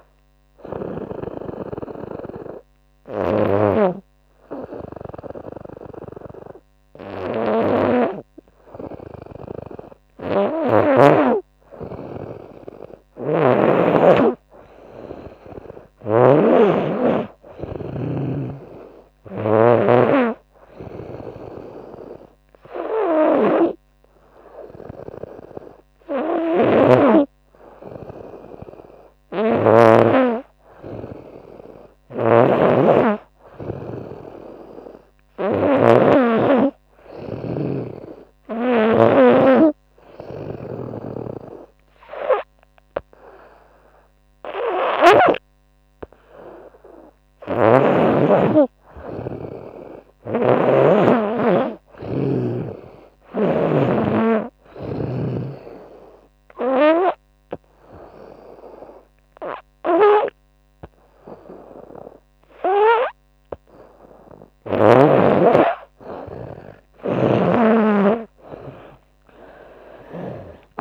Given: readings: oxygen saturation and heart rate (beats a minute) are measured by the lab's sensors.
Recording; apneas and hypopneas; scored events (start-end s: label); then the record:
breathing in sleep by a microphone on the trachea; 2
2.00-12.00 s: hypopnea (oxygen 98% before, 95% lowest, heart rate 79 before, 73 extreme, up 4 after)
12.00-19.00 s: snoring (device-marked)
14.00-18.00 s: arousal
25.50-29.00 s: snoring (device-marked)
31.00-44.50 s: snoring (device-marked)
46.50-50.00 s: arousal
53.50-64.00 s: obstructive apnea (oxygen 97% before, 94% lowest, heart rate 77 before, 73 extreme, up 13 after)
66.00-70.50 s: snoring (device-marked)
69.00-70.81 s: arousal
From the record:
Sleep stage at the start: N2 (light sleep); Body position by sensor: on the right side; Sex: female